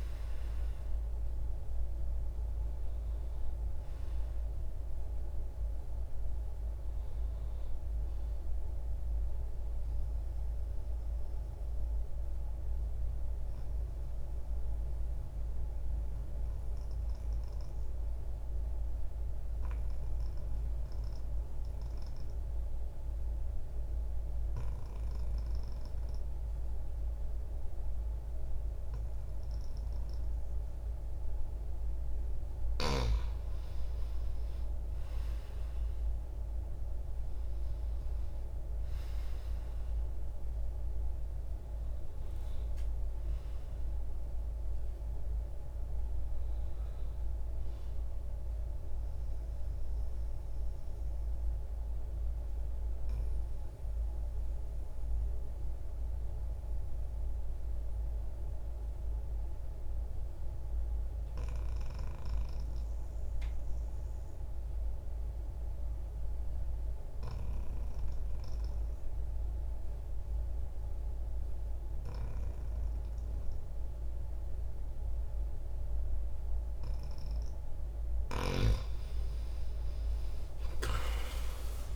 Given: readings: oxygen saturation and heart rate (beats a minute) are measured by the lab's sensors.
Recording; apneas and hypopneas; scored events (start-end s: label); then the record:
breathing in sleep, hard to hear, by a room microphone; 2
0.00-1.50 s: arousal
0.00-22.50 s: oxygen desaturation (device-marked, oxygen 88% lowest, heart rate 62 extreme)
9.50-32.00 s: obstructive apnea (oxygen 97% before, 84% lowest, heart rate 68 before, 62 extreme, up 3 after)
33.00-37.00 s: arousal
35.50-65.50 s: oxygen desaturation (device-marked, oxygen 98% before, 87% lowest, heart rate 67 before, 61 extreme)
48.00-77.50 s: obstructive apnea (oxygen 98% before, 84% lowest, heart rate 65 before, 61 extreme, up 18 after)
77.50-81.95 s: new sleep stage, N1 (lightest sleep)
79.50-81.95 s: oxygen desaturation (device-marked, oxygen 98% before, 84% lowest, heart rate 64 before, 29 extreme)
80.50-81.95 s: arousal
From the record:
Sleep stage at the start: N2 (light sleep); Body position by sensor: on the back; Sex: male